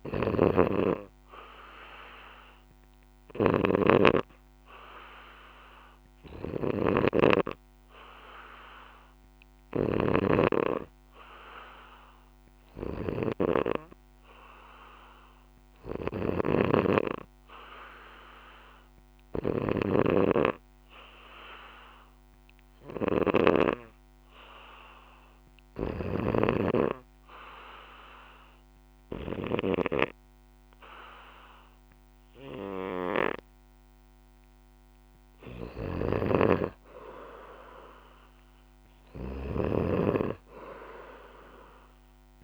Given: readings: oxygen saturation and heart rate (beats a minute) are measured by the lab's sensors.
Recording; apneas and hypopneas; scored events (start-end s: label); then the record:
breathing in sleep by a microphone on the trachea; 1
0.00-10.00 s: snoring (device-marked)
0.00-12.50 s: oxygen desaturation (device-marked, oxygen 92% lowest, heart rate 61 extreme)
16.00-26.00 s: snoring (device-marked)
20.00-36.00 s: hypopnea (oxygen 95% before, 93% lowest, heart rate 62 before, 61 extreme, up 2 after)
36.00-42.44 s: snoring (device-marked)
38.50-42.00 s: arousal
From the record:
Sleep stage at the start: N2 (light sleep); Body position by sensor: on the back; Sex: male